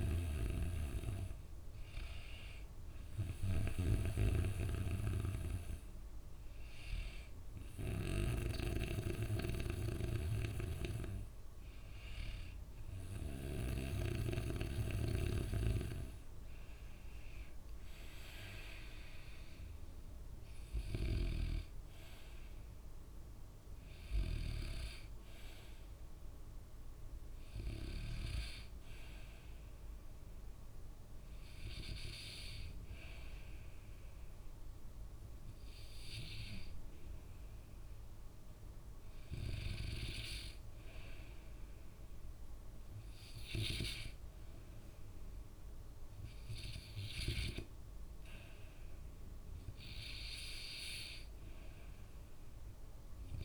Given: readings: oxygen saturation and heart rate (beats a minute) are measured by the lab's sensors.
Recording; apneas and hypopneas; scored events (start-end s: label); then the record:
breathing in sleep by a room microphone; 1
0.00-8.50 s: snoring (device-marked)
0.00-11.00 s: oxygen desaturation (device-marked, oxygen 87% lowest, heart rate 62 extreme)
30.00-40.50 s: hypopnea (oxygen 99% before, 92% lowest, heart rate 67 before, 67 extreme, up 7 after)
41.00-44.00 s: arousal
From the record:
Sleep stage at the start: N2 (light sleep); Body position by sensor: on the back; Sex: male